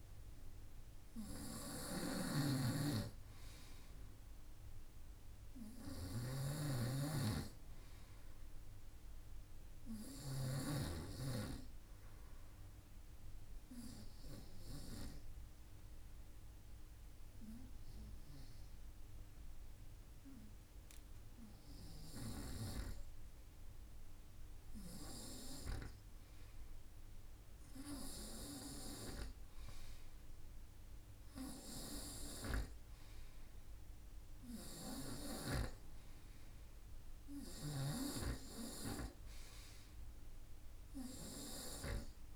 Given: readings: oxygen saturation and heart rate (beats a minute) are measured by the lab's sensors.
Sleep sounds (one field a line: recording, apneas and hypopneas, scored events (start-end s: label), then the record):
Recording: breathing in sleep by a room microphone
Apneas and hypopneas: 1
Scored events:
0.00-9.50 s: snoring (device-marked)
11.00-23.00 s: hypopnea (oxygen 98% before, 93% lowest, heart rate 55 before, 51 extreme, up 0 after)
27.00-31.50 s: arousal
39.00-42.36 s: oxygen desaturation (device-marked, oxygen 96% before, 93% lowest, heart rate 52 before, 51 extreme)
From the record:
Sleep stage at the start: N2 (light sleep)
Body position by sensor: on the front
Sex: male